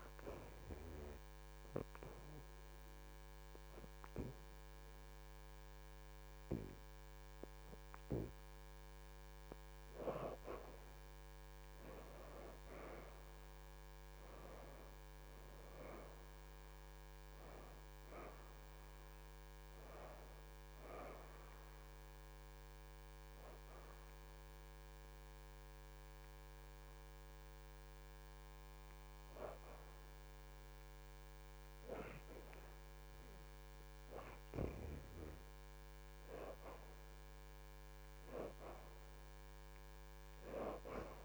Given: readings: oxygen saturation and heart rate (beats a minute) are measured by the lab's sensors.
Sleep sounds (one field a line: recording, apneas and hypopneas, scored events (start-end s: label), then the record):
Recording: breathing in sleep by a microphone on the trachea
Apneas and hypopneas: 2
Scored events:
0.00-2.50 s: oxygen desaturation (device-marked, oxygen 71% lowest, heart rate 78 extreme)
0.50-10.50 s: obstructive apnea (oxygen 87% before, 64% lowest, heart rate 80 before, 76 extreme, up 8 after)
4.50-39.50 s: oxygen desaturation (device-marked, oxygen 82% before, 64% lowest, heart rate 80 before, 76 extreme)
12.00-17.00 s: arousal
25.00-36.50 s: hypopnea (oxygen 82% before, 62% lowest, heart rate 83 before, 76 extreme, up 5 after)
From the record:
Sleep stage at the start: N2 (light sleep)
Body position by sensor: on the back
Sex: female